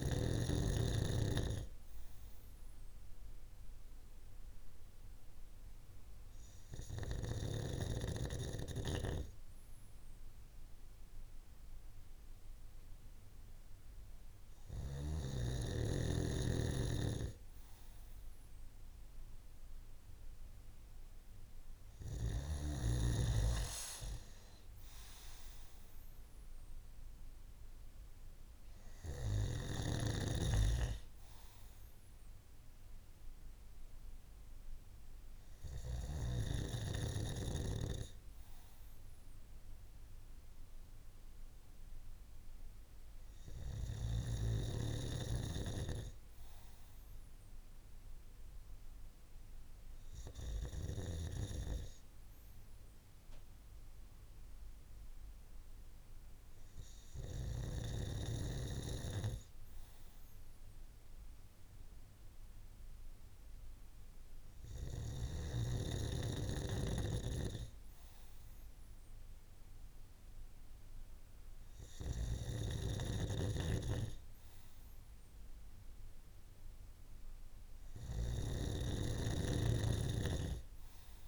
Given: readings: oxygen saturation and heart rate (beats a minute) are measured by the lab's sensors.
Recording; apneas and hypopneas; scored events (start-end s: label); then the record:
breathing in sleep by a room microphone; none
16.00-21.00 s: arousal
71.00-77.50 s: snoring (device-marked)
From the record:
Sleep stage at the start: N2 (light sleep); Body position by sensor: on the right side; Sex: male